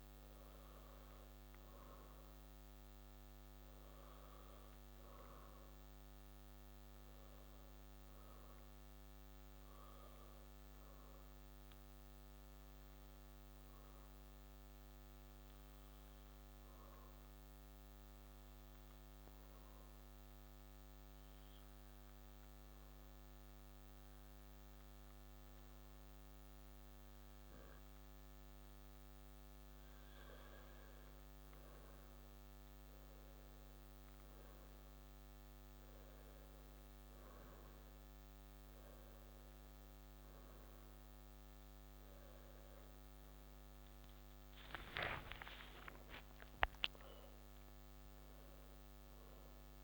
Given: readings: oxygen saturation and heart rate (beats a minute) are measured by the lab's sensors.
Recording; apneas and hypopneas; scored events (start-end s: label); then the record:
breathing in sleep, hard to hear, by a microphone on the trachea; 1
15.50-27.50 s: obstructive apnea (oxygen 97% before, 93% lowest, heart rate 119 before, 42 extreme)
30.50-34.50 s: arousal
From the record:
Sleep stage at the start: N2 (light sleep); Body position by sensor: on the back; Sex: male